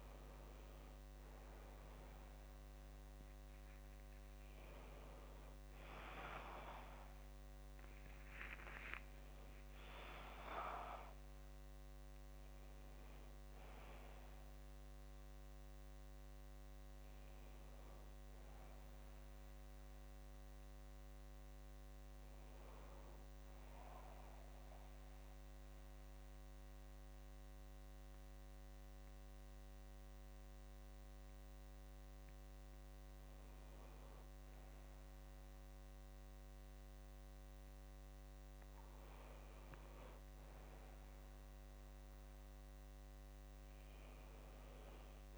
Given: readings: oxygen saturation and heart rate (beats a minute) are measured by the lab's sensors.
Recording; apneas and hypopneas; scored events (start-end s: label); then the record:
breathing in sleep by a microphone on the trachea; none
7.50-11.00 s: arousal
From the record:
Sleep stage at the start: N2 (light sleep); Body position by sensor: on the back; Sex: male